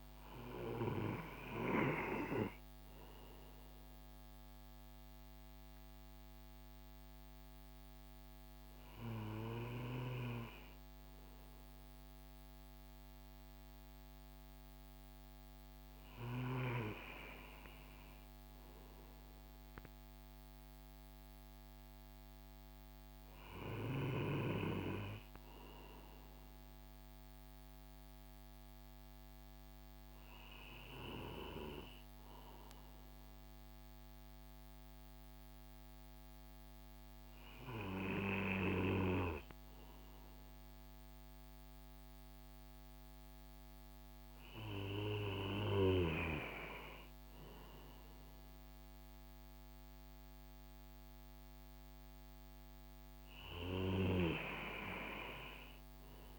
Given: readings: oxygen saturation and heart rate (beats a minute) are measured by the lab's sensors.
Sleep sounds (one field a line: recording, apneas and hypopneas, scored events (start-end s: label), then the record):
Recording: breathing in sleep by a microphone on the trachea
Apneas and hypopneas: none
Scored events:
none scored
From the record:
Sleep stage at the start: N2 (light sleep)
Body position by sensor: on the right side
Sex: male